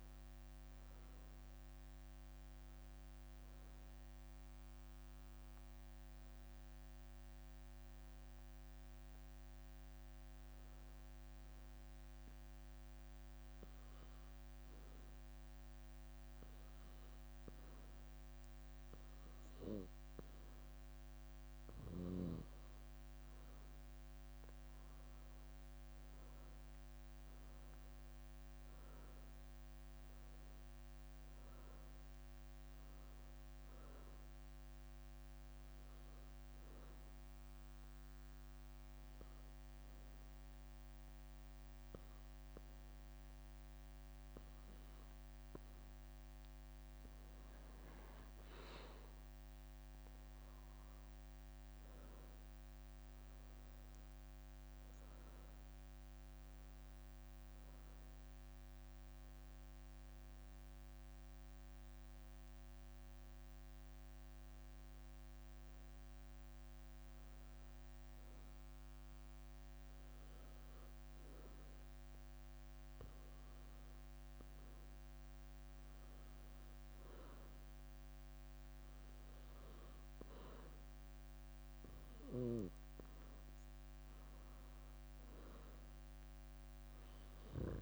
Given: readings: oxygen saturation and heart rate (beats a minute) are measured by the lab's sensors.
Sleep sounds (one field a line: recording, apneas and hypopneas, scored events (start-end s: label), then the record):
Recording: breathing in sleep, hard to hear, by a microphone on the trachea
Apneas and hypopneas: 3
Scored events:
0.00-13.00 s: oxygen desaturation (device-marked, oxygen 92% lowest, heart rate 64 extreme)
6.00-18.00 s: hypopnea (oxygen 98% before, 92% lowest, heart rate 68 before, 64 extreme, up 6 after)
20.00-24.00 s: arousal
23.00-87.82 s: new sleep stage, N2 (light sleep)
26.00-43.00 s: oxygen desaturation (device-marked, oxygen 98% before, 93% lowest, heart rate 65 before, 64 extreme)
35.00-46.00 s: hypopnea (oxygen 98% before, 92% lowest, heart rate 69 before, 64 extreme, up 7 after)
42.00-49.00 s: leg movement (device-marked)
48.50-53.00 s: arousal
58.00-70.00 s: oxygen desaturation (device-marked, oxygen 96% before, 92% lowest, heart rate 67 before, 64 extreme)
58.50-67.00 s: leg movement (device-marked)
62.50-79.00 s: hypopnea (oxygen 96% before, 90% lowest, heart rate 68 before, 65 extreme, up 4 after)
76.00-85.50 s: leg movement (device-marked)
80.50-84.00 s: arousal
From the record:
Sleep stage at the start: N1 (lightest sleep)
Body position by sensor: on the back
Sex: female